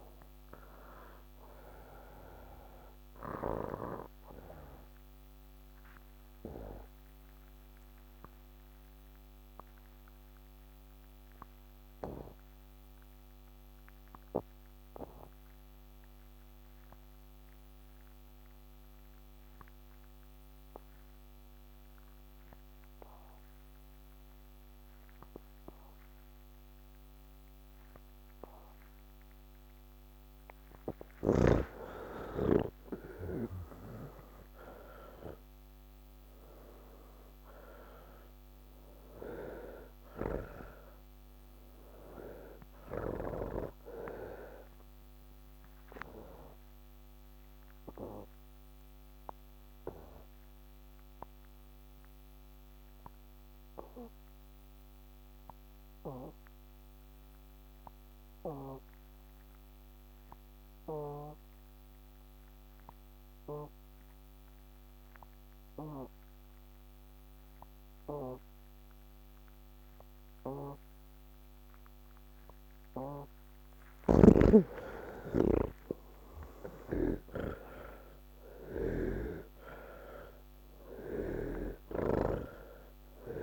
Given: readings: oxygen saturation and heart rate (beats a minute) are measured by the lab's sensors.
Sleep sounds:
breathing in sleep by a microphone on the trachea; 2
0.00-10.50 s: oxygen desaturation (device-marked, oxygen 80% lowest)
5.00-31.00 s: obstructive apnea (oxygen 95% before, 80% lowest)
27.50-56.50 s: oxygen desaturation (device-marked, oxygen 98% before, 83% lowest)
45.00-72.50 s: obstructive apnea (oxygen 98% before, 82% lowest, heart rate 64 before, 38 extreme, up 30 after)
68.50-83.42 s: oxygen desaturation (device-marked, oxygen 99% before, 83% lowest, heart rate 110 before, 33 extreme)
74.00-79.50 s: snoring (device-marked)
81.50-83.42 s: snoring (device-marked)
From the record:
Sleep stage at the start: N3 (deep sleep); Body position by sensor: on the back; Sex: male

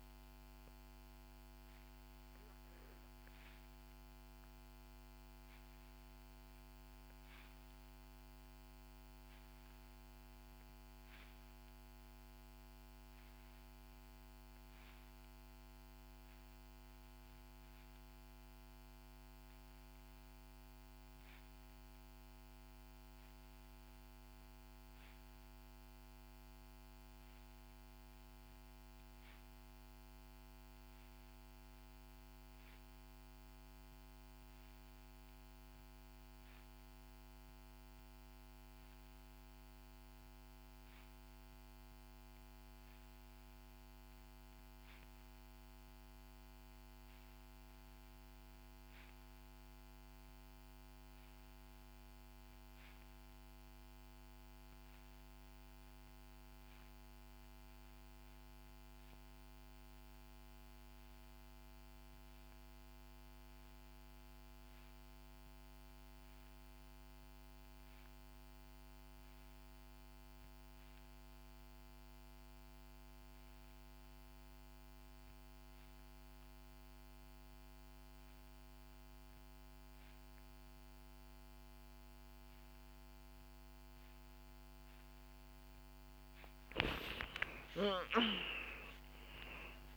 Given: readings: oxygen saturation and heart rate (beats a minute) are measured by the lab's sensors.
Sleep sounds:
breathing in sleep, hard to hear, by a microphone on the trachea; 1
1.00-85.50 s: obstructive apnea (oxygen 96% before, 62% lowest, heart rate 67 before, 63 extreme, up 8 after)
8.50-89.97 s: new sleep stage, REM sleep
12.50-89.97 s: oxygen desaturation (device-marked, oxygen 96% before, 62% lowest, heart rate 65 before, 62 extreme)
87.00-89.97 s: arousal
From the record:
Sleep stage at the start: N2 (light sleep); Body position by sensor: on the back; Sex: female

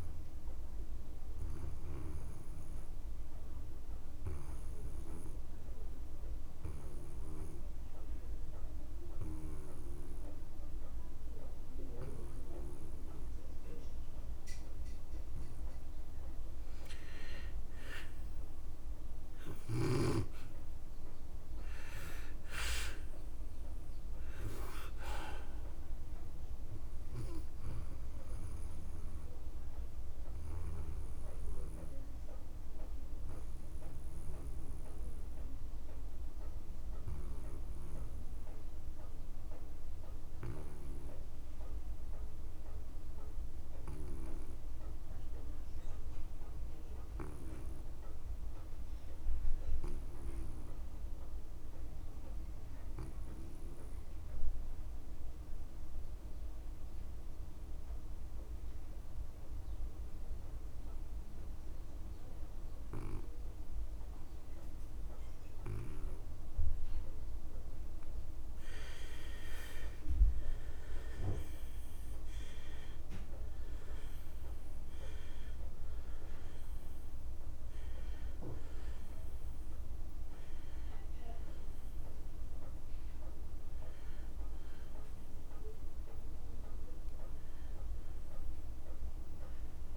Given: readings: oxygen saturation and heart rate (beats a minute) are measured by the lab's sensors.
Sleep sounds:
breathing in sleep by a room microphone; 2
0.00-16.00 s: oxygen desaturation (device-marked, oxygen 88% lowest)
3.00-16.50 s: obstructive apnea (oxygen 99% before, 80% lowest)
18.50-23.00 s: arousal
28.00-47.00 s: oxygen desaturation (device-marked, oxygen 97% before, 89% lowest)
32.00-67.50 s: obstructive apnea (oxygen 97% before, 74% lowest)
55.00-89.97 s: oxygen desaturation (device-marked, oxygen 96% before, 74% lowest)
70.50-74.50 s: arousal
From the record:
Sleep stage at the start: N2 (light sleep); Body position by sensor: on the back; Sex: male

